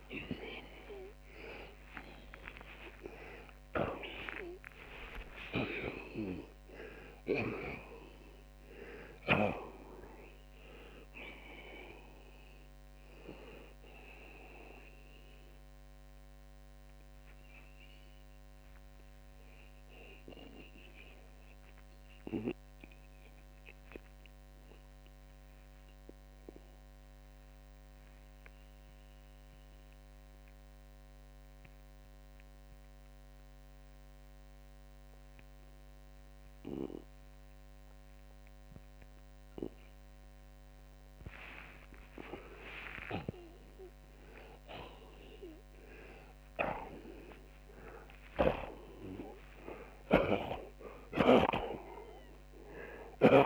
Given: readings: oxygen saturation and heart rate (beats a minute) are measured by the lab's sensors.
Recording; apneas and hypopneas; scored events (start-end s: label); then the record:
breathing in sleep by a microphone on the trachea; 1
0.00-4.00 s: arousal
5.00-9.00 s: snoring (device-marked)
9.50-46.50 s: oxygen desaturation (device-marked, oxygen 94% before, 81% lowest)
17.00-42.50 s: mixed apnea (oxygen 94% before, 80% lowest, heart rate 124 before, 39 extreme)
46.00-51.50 s: arousal
46.00-53.00 s: snoring (device-marked)
From the record:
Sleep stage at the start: N2 (light sleep); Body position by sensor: on the back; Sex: male